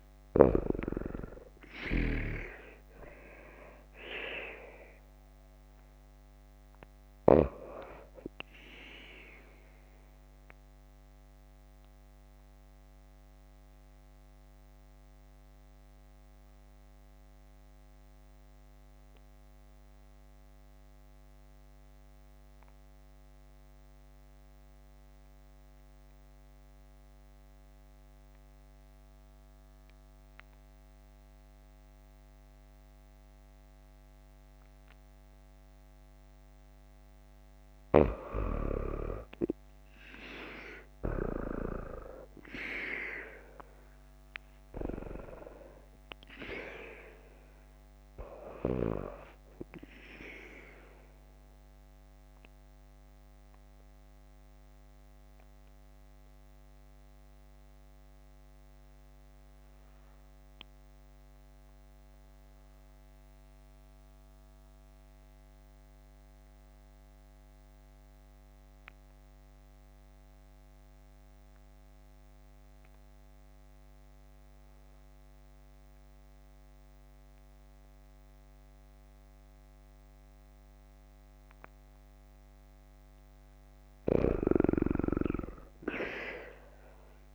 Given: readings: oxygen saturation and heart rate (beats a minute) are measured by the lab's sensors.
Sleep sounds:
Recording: breathing in sleep by a microphone on the trachea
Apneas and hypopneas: 2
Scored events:
0.00-8.00 s: oxygen desaturation (device-marked, oxygen 88% lowest, heart rate 53 extreme)
10.50-35.00 s: obstructive apnea (oxygen 95% before, 89% lowest, heart rate 65 before, 52 extreme, up 8 after)
36.00-53.00 s: oxygen desaturation (device-marked, oxygen 95% before, 89% lowest, heart rate 55 before, 52 extreme)
40.00-43.50 s: arousal
51.50-82.00 s: obstructive apnea (oxygen 95% before, 83% lowest, heart rate 57 before, 52 extreme, up 15 after)
79.00-87.35 s: oxygen desaturation (device-marked, oxygen 95% before, 89% lowest, heart rate 54 before, 57 extreme)
85.50-87.35 s: arousal
From the record:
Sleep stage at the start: N2 (light sleep)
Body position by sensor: on the back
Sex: female

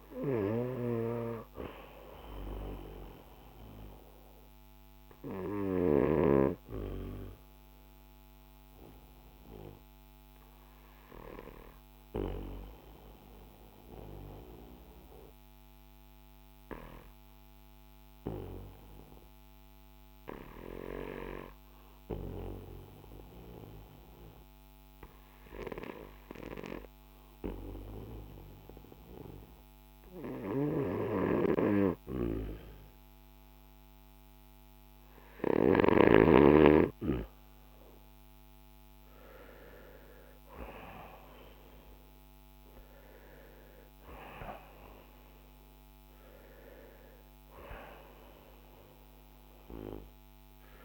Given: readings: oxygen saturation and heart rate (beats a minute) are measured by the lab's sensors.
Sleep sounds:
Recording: breathing in sleep by a microphone on the trachea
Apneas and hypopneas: 1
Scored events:
6.00-32.50 s: obstructive apnea (oxygen 97% before, 91% lowest, heart rate 53 before, 45 extreme, up 12 after)
37.00-42.50 s: arousal
From the record:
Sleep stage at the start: N2 (light sleep)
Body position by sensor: on the back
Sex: male

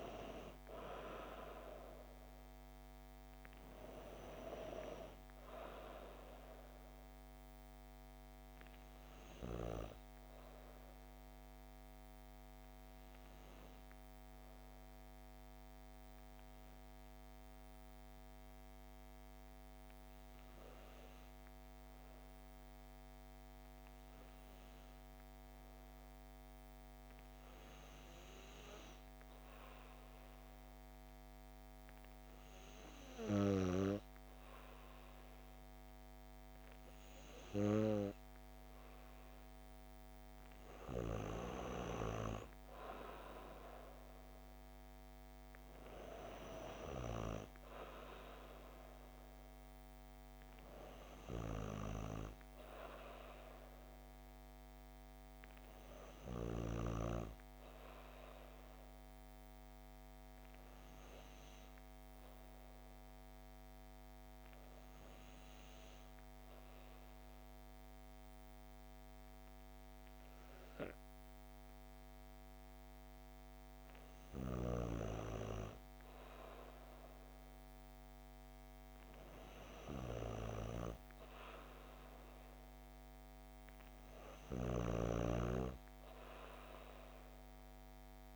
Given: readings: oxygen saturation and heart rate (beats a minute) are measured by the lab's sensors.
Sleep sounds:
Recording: breathing in sleep by a microphone on the trachea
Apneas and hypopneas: 2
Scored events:
0.00-17.50 s: oxygen desaturation (device-marked, oxygen 93% lowest, heart rate 58 extreme)
12.50-25.00 s: hypopnea (oxygen 96% before, 94% lowest, heart rate 62 before, 58 extreme, up 23 after)
27.00-29.50 s: arousal
62.50-75.00 s: hypopnea (oxygen 95% before, 94% lowest, heart rate 96 before, 59 extreme)
76.50-80.00 s: arousal
From the record:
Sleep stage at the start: N2 (light sleep)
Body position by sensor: on the back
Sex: female

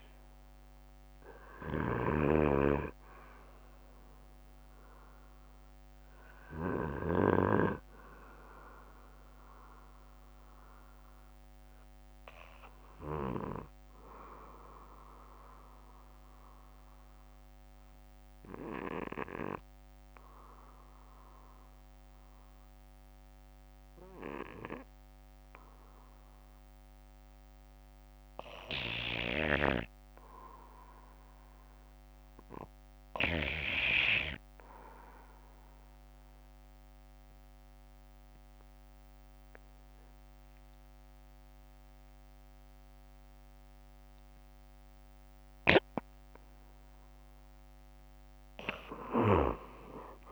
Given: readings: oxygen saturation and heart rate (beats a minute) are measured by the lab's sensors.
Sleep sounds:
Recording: breathing in sleep by a microphone on the trachea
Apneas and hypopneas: 1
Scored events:
0.00-29.50 s: oxygen desaturation (device-marked, oxygen 90% lowest, heart rate 57 extreme)
14.00-45.50 s: obstructive apnea (oxygen 97% before, 90% lowest, heart rate 66 before, 57 extreme, up 10 after)
18.50-20.50 s: bradycardia (device-marked, heart rate 64 before, 60 extreme)
48.50-50.31 s: arousal
From the record:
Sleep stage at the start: REM sleep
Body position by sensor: on the back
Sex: male

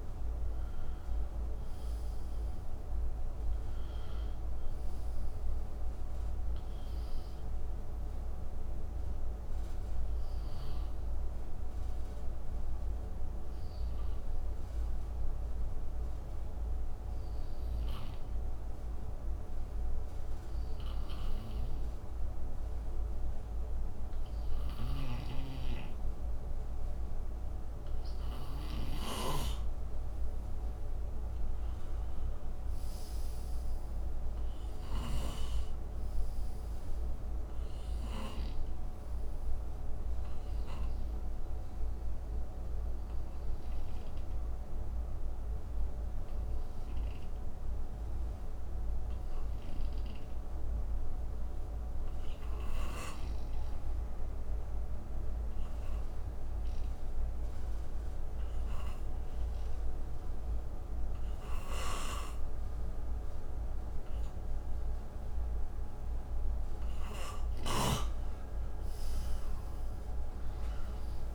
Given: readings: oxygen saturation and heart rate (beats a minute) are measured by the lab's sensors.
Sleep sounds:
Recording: breathing in sleep by a room microphone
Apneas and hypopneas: 2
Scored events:
9.00-28.00 s: hypopnea (oxygen 94% before, 88% lowest, heart rate 76 before, 59 extreme, up 10 after)
24.50-29.00 s: snoring (device-marked)
30.00-34.50 s: arousal
34.50-55.50 s: oxygen desaturation (device-marked, oxygen 97% before, 92% lowest, heart rate 64 before, 63 extreme)
35.00-38.50 s: snoring (device-marked)
44.50-66.50 s: obstructive apnea (oxygen 97% before, 88% lowest, heart rate 68 before, 64 extreme, up 24 after)
65.50-71.34 s: oxygen desaturation (device-marked, oxygen 96% before, 88% lowest, heart rate 65 before, 59 extreme)
From the record:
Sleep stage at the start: N2 (light sleep)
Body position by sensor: on the right side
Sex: male

